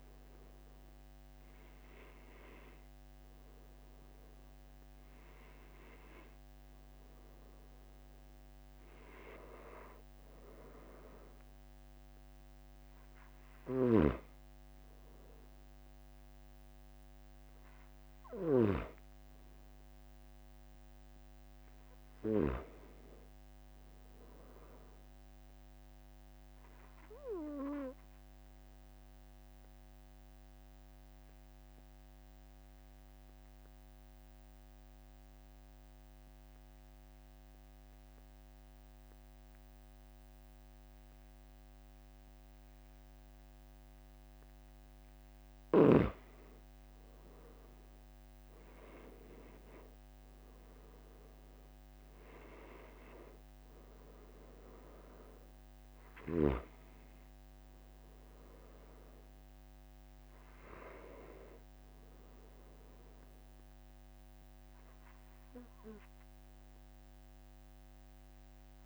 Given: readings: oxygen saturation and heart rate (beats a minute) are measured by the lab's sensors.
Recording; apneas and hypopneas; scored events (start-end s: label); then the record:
breathing in sleep by a microphone on the trachea; 1
0.00-1.50 s: arousal
3.50-33.50 s: oxygen desaturation (device-marked, oxygen 97% before, 91% lowest, heart rate 46 before, 44 extreme)
14.00-19.00 s: snoring (device-marked)
25.50-45.00 s: obstructive apnea (oxygen 97% before, 91% lowest, heart rate 45 before, 44 extreme, up 4 after)
48.00-52.00 s: arousal
54.50-68.86 s: oxygen desaturation (device-marked, oxygen 96% before, 92% lowest, heart rate 46 before, 44 extreme)
From the record:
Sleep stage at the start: N2 (light sleep); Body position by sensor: on the back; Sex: male